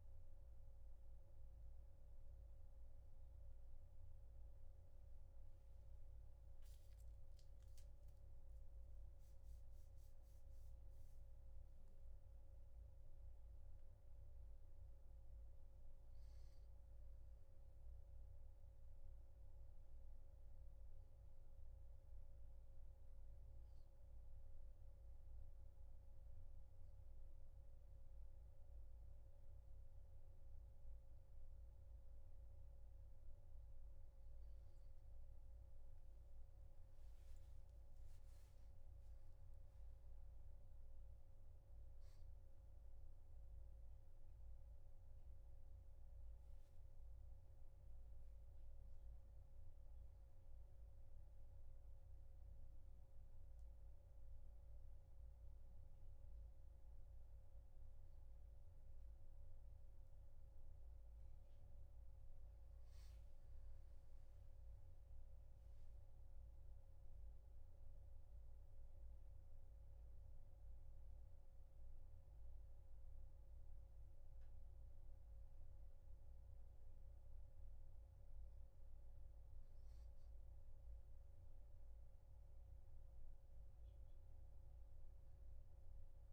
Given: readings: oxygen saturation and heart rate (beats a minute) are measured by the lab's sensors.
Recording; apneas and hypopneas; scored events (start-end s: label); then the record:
a person awake in a sleep study, hard to hear, by a room microphone; none
none scored
From the record:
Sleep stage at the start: awake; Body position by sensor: on the back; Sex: male